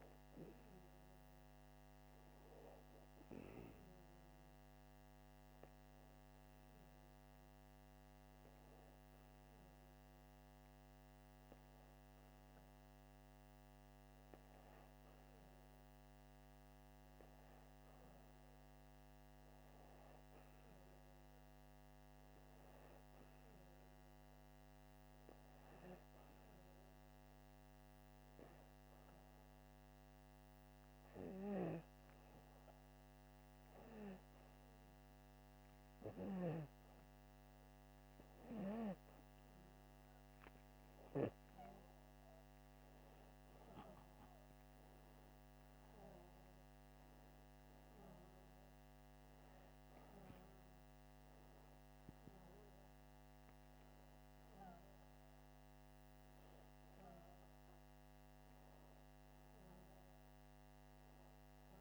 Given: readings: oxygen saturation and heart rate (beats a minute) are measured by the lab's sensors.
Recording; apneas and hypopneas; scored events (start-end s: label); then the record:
breathing in sleep by a microphone on the trachea; 2
5.50-15.50 s: hypopnea (oxygen 96% before, 95% lowest, heart rate 85 before, 80 extreme, up 1 after)
17.50-19.50 s: arousal
22.00-32.00 s: hypopnea (oxygen 96% before, 95% lowest, heart rate 82 before, 80 extreme, up 7 after)
36.00-39.50 s: arousal
From the record:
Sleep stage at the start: N2 (light sleep); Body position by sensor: upright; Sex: male